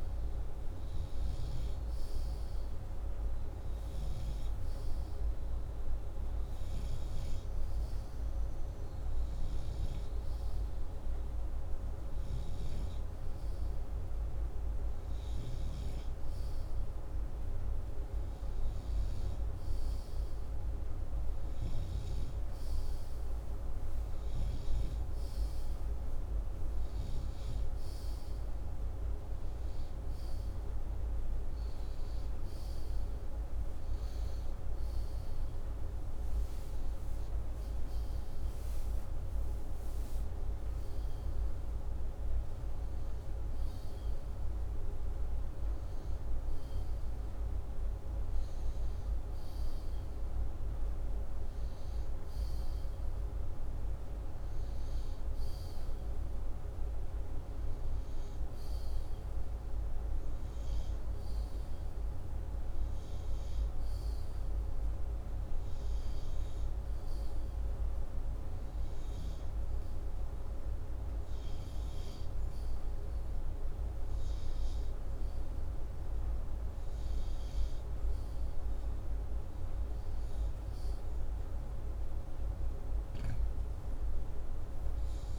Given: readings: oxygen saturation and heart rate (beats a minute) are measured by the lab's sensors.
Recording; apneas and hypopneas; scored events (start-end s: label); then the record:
breathing in sleep, hard to hear, by a room microphone; 1
34.50-38.50 s: arousal
65.00-79.50 s: hypopnea (oxygen 96% before, 92% lowest, heart rate 79 before, 75 extreme, up 1 after)
82.00-85.39 s: arousal
From the record:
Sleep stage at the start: N2 (light sleep); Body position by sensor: upright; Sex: male